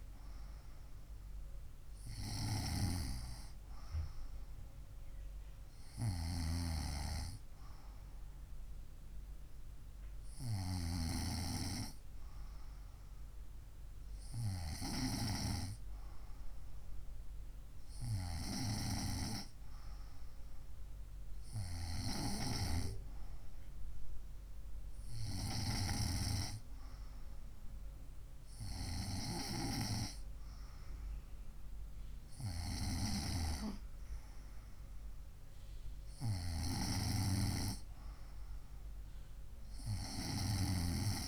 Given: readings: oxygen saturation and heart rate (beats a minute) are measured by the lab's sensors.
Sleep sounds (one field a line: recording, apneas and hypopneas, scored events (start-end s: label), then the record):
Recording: breathing in sleep by a room microphone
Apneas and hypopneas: none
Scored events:
none scored
From the record:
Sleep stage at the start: N2 (light sleep)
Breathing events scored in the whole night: 130 in 5.5 hours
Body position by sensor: on the right side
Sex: female